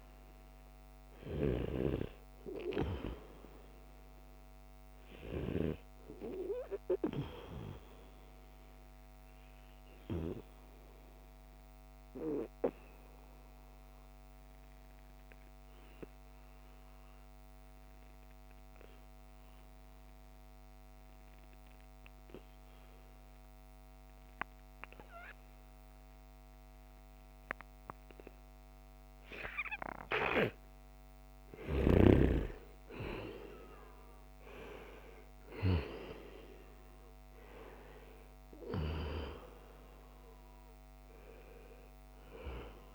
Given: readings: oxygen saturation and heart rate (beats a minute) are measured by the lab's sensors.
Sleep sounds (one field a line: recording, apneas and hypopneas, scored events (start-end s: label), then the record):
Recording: breathing in sleep by a microphone on the trachea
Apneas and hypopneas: 1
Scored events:
8.00-31.50 s: obstructive apnea (oxygen 97% before, 88% lowest, heart rate 80 before, 71 extreme, up 6 after)
27.00-42.95 s: oxygen desaturation (device-marked, oxygen 95% before, 88% lowest, heart rate 77 before, 68 extreme)
33.00-37.50 s: arousal
From the record:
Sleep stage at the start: N2 (light sleep)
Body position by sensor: on the right side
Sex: male